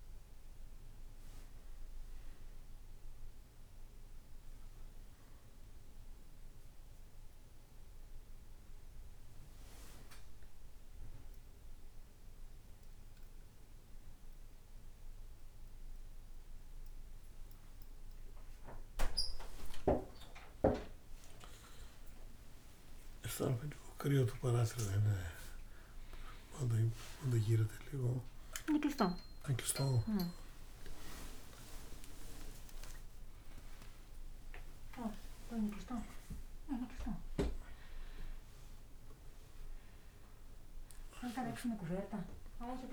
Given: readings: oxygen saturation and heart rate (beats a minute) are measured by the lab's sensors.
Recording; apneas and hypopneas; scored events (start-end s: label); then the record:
a person awake in a sleep study, by a room microphone; none
0.00-11.00 s: oxygen desaturation (device-marked, oxygen 94% lowest, heart rate 65 extreme)
23.00-29.50 s: snoring (device-marked)
30.00-34.00 s: tachycardia (device-marked, heart rate 70 before, 105 extreme)
From the record:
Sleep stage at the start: awake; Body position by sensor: on the back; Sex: male